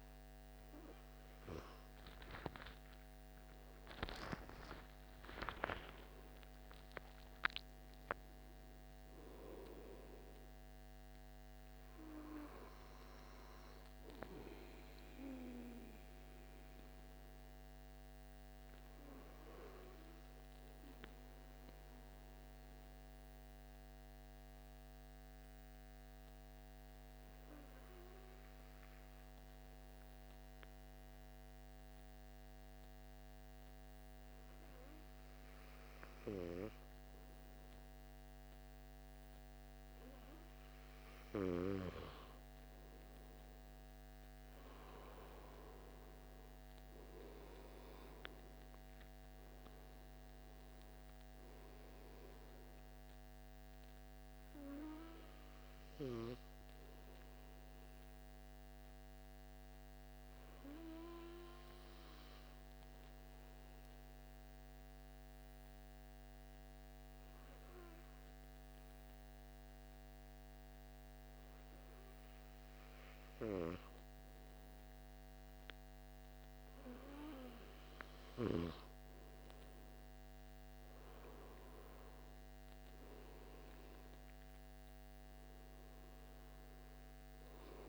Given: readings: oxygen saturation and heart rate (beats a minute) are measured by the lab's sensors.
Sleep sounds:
breathing in sleep by a microphone on the trachea; 2
4.00-8.00 s: arousal
22.00-38.50 s: obstructive apnea (oxygen 96% before, 94% lowest, heart rate 74 before, 56 extreme, up 3 after)
46.00-51.50 s: arousal
56.50-74.50 s: obstructive apnea (oxygen 97% before, 94% lowest, heart rate 70 before, 65 extreme, up 4 after)
77.50-81.00 s: arousal
From the record:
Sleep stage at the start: N2 (light sleep); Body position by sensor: on the back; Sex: male

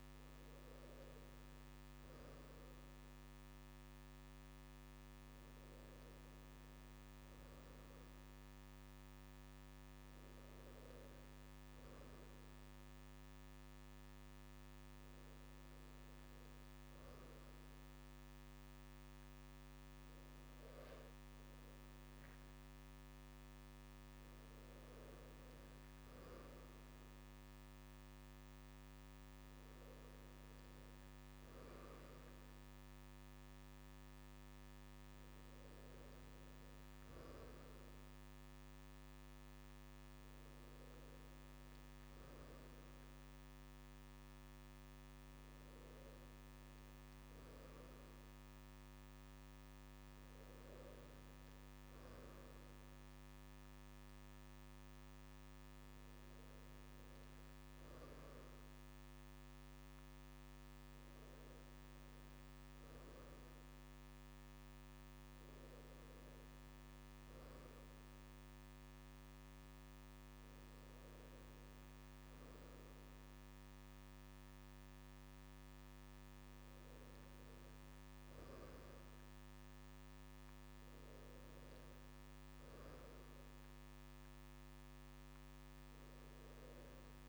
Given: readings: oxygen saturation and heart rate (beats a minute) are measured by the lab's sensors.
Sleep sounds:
a person awake in a sleep study, hard to hear, by a microphone on the trachea; none
none scored
From the record:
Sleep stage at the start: awake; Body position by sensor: on the right side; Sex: male

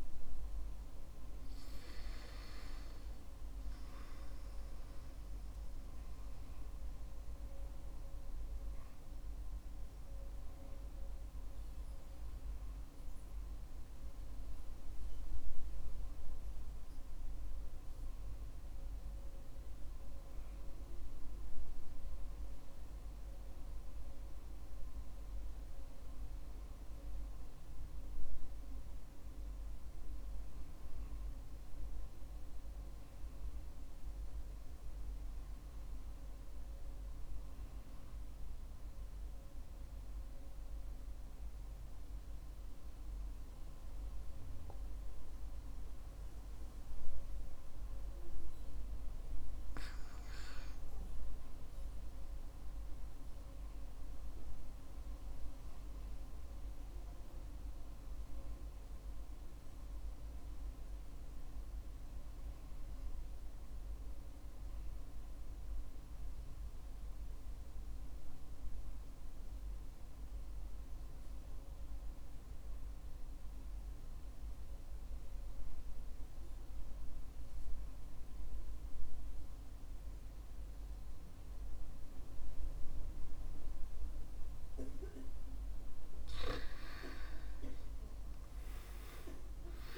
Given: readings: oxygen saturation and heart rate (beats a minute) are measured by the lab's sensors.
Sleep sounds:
breathing in sleep, hard to hear, by a room microphone; 1
0.00-11.00 s: oxygen desaturation (device-marked, oxygen 78% lowest, heart rate 56 extreme)
7.50-85.50 s: obstructive apnea (oxygen 85% before, 73% lowest, heart rate 77 before, 56 extreme, up 15 after)
31.00-81.00 s: oxygen desaturation (device-marked, oxygen 97% before, 81% lowest, heart rate 64 before, 58 extreme)
87.50-89.98 s: arousal
From the record:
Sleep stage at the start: REM sleep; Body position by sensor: on the back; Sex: male

